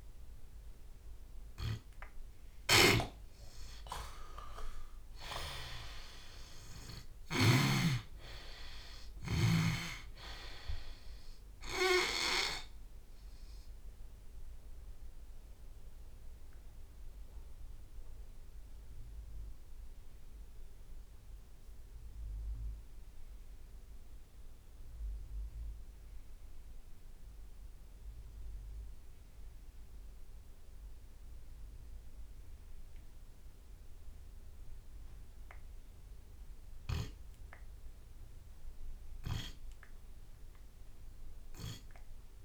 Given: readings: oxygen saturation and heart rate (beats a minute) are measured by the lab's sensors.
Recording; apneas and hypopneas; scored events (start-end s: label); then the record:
breathing in sleep by a room microphone; 1
0.00-5.00 s: arousal
2.50-7.50 s: snoring (device-marked)
3.50-7.50 s: tachycardia (device-marked, heart rate 37 before, 106 extreme)
4.50-6.50 s: long interval between heartbeats (device-marked, heart rate 62 before, 89 extreme)
4.50-18.50 s: drop in pulse transit time (device-marked, heart rate 62 before, 74 extreme)
7.00-9.00 s: long interval between heartbeats (device-marked, heart rate 65 before, 106 extreme)
13.50-15.50 s: long interval between heartbeats (device-marked, heart rate 79 before, 82 extreme)
14.00-32.00 s: obstructive apnea (oxygen 98% before, 82% lowest, heart rate 79 before, 58 extreme, up 1 after)
26.50-36.50 s: oxygen desaturation (device-marked, oxygen 96% before, 86% lowest, heart rate 79 before, 58 extreme)
39.00-42.45 s: arousal
From the record:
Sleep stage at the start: N2 (light sleep); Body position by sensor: on the back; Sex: male